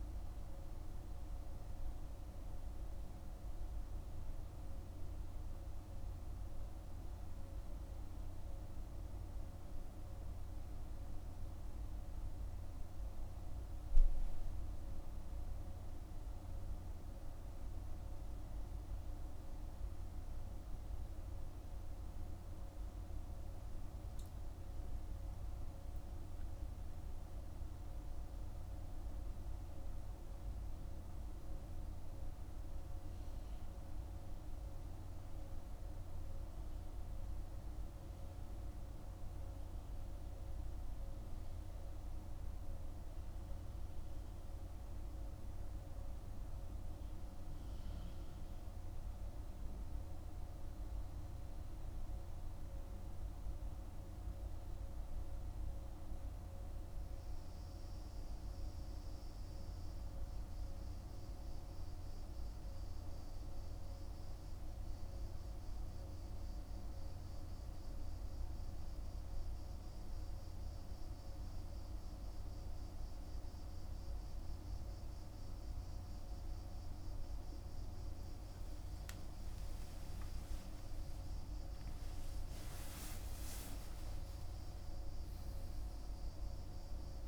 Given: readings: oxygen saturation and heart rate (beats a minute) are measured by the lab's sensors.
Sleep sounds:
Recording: breathing in sleep, hard to hear, by a room microphone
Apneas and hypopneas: none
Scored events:
77.00-82.50 s: arousal
From the record:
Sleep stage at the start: N2 (light sleep)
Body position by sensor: on the back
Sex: male

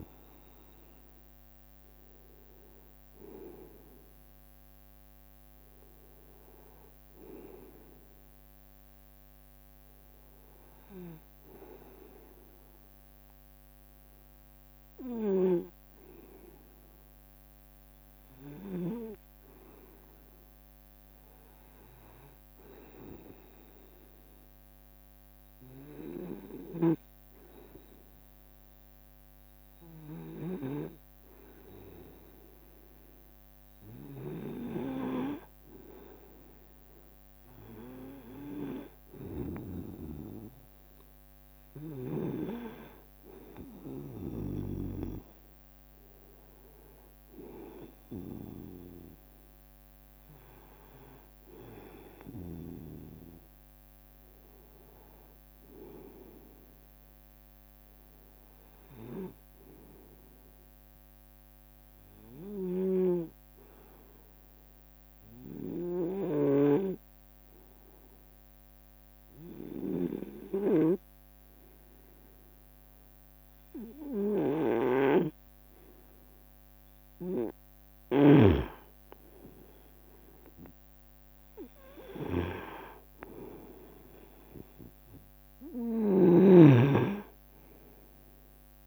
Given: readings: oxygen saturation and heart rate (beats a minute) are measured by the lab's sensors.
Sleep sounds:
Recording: breathing in sleep by a microphone on the trachea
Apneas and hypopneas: 2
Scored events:
10.00-14.50 s: arousal
18.00-33.00 s: hypopnea (oxygen 96% before, 94% lowest, heart rate 71 before, 71 extreme, up 2 after)
36.00-40.00 s: arousal
46.50-50.50 s: leg movement (device-marked)
63.00-88.87 s: snoring (device-marked)
64.50-77.50 s: obstructive apnea (oxygen 96% before, 93% lowest, heart rate 74 before, 72 extreme, up 3 after)
79.50-84.00 s: arousal
From the record:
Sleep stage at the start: N2 (light sleep)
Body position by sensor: on the right side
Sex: male

